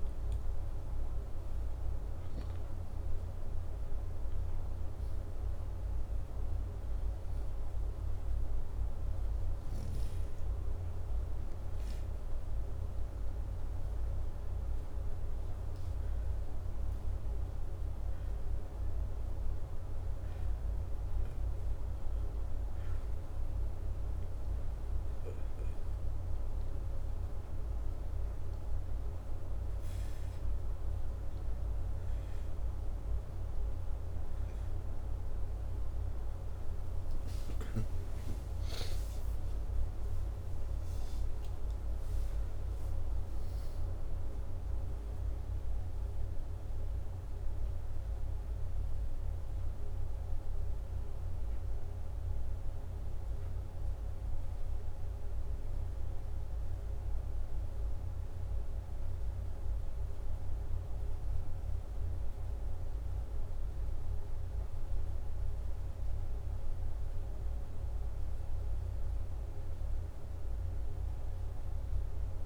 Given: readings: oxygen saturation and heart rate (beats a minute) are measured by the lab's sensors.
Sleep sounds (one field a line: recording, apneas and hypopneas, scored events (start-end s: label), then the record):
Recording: breathing in sleep, hard to hear, by a room microphone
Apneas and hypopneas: 1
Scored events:
10.00-13.00 s: arousal
17.50-29.50 s: hypopnea (oxygen 97% before, 95% lowest, heart rate 80 before, 79 extreme, up 2 after)
34.00-39.00 s: arousal
36.50-66.50 s: new sleep stage, N1 (lightest sleep)
66.50-72.46 s: new sleep stage, awake
From the record:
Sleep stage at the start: N2 (light sleep)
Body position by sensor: upright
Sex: male